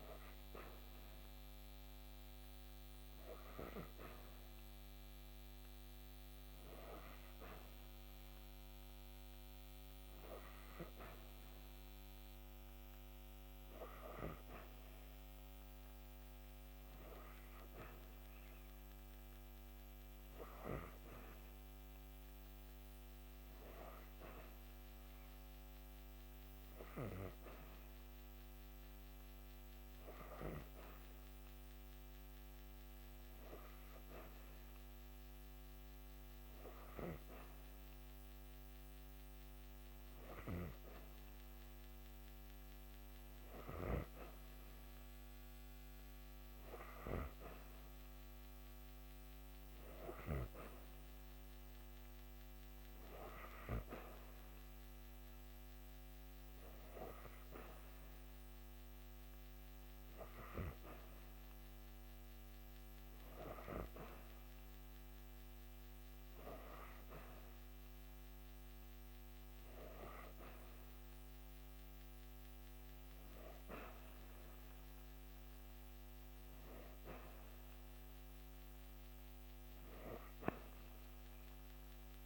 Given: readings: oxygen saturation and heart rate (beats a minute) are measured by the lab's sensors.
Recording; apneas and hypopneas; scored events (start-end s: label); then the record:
breathing in sleep by a microphone on the trachea; none
0.00-15.00 s: oxygen desaturation (device-marked, oxygen 90% lowest, heart rate 50 extreme)
From the record:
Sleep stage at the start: N2 (light sleep); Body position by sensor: on the back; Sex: female